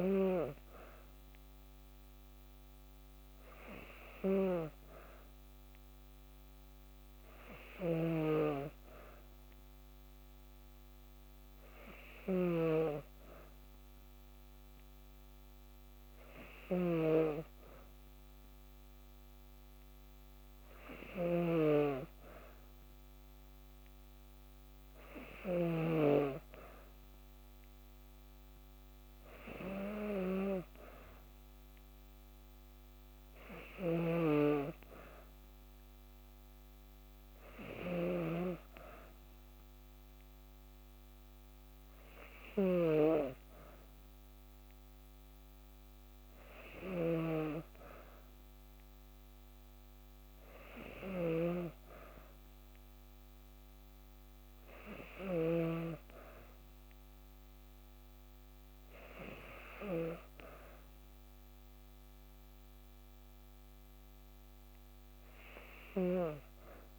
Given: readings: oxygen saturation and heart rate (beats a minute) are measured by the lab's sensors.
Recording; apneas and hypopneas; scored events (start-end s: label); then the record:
breathing in sleep by a microphone on the trachea; none
7.00-25.50 s: snoring (device-marked)
33.00-55.50 s: snoring (device-marked)
65.50-66.99 s: snoring (device-marked)
From the record:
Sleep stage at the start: N2 (light sleep); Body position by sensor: on the back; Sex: female